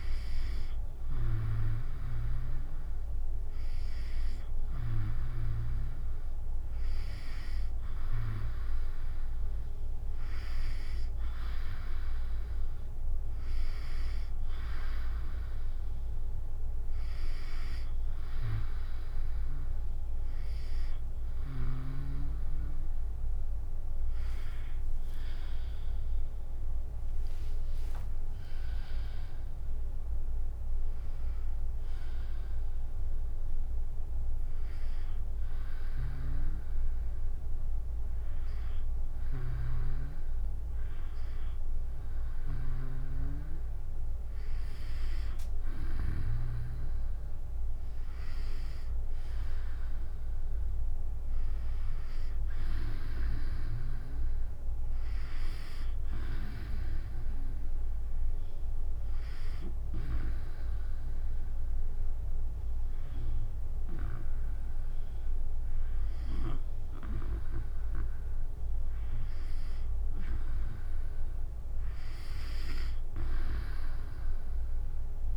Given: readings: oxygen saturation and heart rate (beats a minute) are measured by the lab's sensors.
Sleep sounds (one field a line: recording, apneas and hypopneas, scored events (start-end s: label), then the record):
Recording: breathing in sleep by a room microphone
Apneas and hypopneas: 1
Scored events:
23.50-29.50 s: tachycardia (device-marked, heart rate 80 before, 140 extreme)
24.00-27.50 s: arousal
26.50-37.50 s: drop in pulse transit time (device-marked, heart rate 75 before, 67 extreme)
39.00-43.00 s: snoring (device-marked)
59.50-70.00 s: hypopnea (oxygen 95% before, 91% lowest, heart rate 70 before, 66 extreme, up 3 after)
From the record:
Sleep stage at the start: N2 (light sleep)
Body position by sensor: on the back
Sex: female